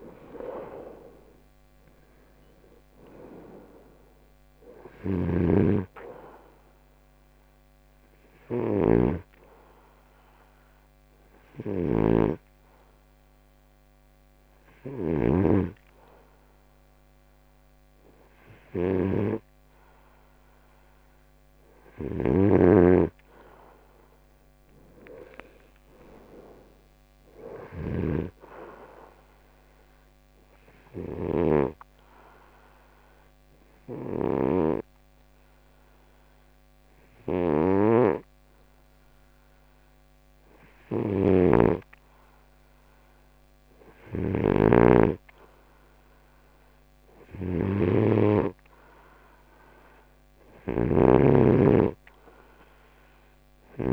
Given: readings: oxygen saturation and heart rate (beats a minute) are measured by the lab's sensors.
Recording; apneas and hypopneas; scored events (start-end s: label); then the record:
breathing in sleep by a microphone on the trachea; 2
10.00-24.50 s: obstructive apnea (oxygen 94% before, 90% lowest, heart rate 73 before, 66 extreme, up 5 after)
25.50-28.50 s: arousal
30.50-44.50 s: obstructive apnea (oxygen 93% before, 90% lowest, heart rate 73 before, 66 extreme, up 5 after)
47.00-50.50 s: arousal
51.50-53.93 s: snoring (device-marked)
From the record:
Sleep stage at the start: N2 (light sleep); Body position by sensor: on the right side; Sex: male